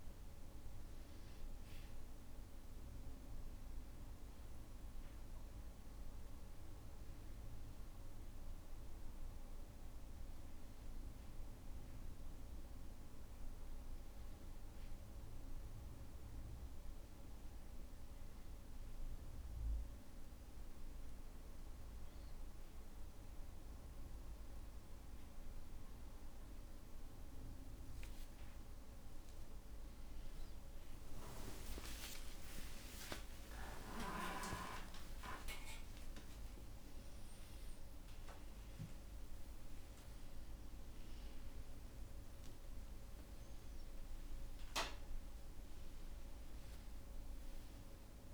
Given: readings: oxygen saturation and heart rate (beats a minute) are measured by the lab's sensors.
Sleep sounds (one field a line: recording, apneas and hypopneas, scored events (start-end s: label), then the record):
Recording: breathing in sleep by a room microphone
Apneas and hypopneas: 1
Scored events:
5.50-24.00 s: hypopnea (oxygen 97% before, 95% lowest, heart rate 71 before, 58 extreme, up 17 after)
31.00-33.00 s: long interval between heartbeats (device-marked, heart rate 59 before, 66 extreme)
33.50-35.50 s: tachycardia (device-marked, heart rate 71 before, 80 extreme)
35.50-48.34 s: new sleep stage, N1 (lightest sleep)
36.50-38.50 s: long interval between heartbeats (device-marked, heart rate 65 before, 105 extreme)
36.50-42.50 s: arousal
38.50-40.50 s: long interval between heartbeats (device-marked, heart rate 69 before, 100 extreme)
45.50-47.50 s: long interval between heartbeats (device-marked, heart rate 81 before, 92 extreme)
From the record:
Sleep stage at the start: N2 (light sleep)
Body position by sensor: on the back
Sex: male